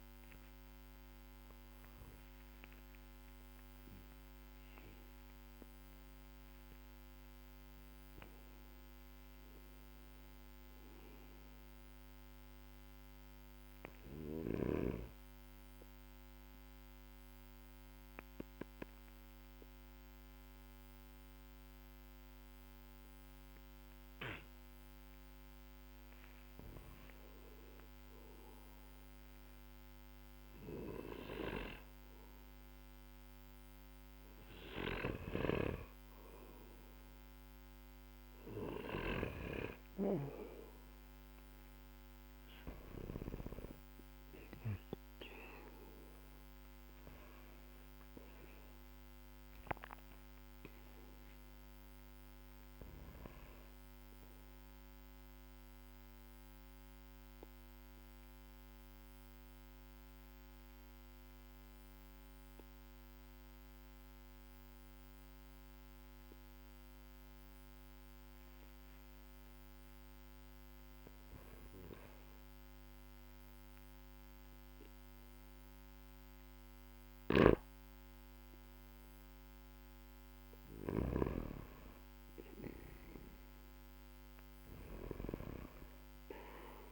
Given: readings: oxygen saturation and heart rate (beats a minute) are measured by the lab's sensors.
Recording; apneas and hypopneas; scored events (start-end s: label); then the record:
a person partly awake in a sleep study, by a microphone on the trachea; 2
14.50-86.92 s: new sleep stage, N1 (lightest sleep)
15.50-36.50 s: obstructive apnea (oxygen 98% before, 93% lowest, heart rate 57 before, 48 extreme, up 5 after)
32.50-55.50 s: oxygen desaturation (device-marked, oxygen 98% before, 93% lowest, heart rate 56 before, 45 extreme)
34.50-43.00 s: snoring (device-marked)
45.00-49.50 s: arousal
56.00-69.00 s: central apnea (oxygen 97% before, 94% lowest, heart rate 57 before, 45 extreme, up 14 after)
70.50-73.00 s: arousal
76.50-85.00 s: snoring (device-marked)
From the record:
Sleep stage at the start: awake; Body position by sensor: on the back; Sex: male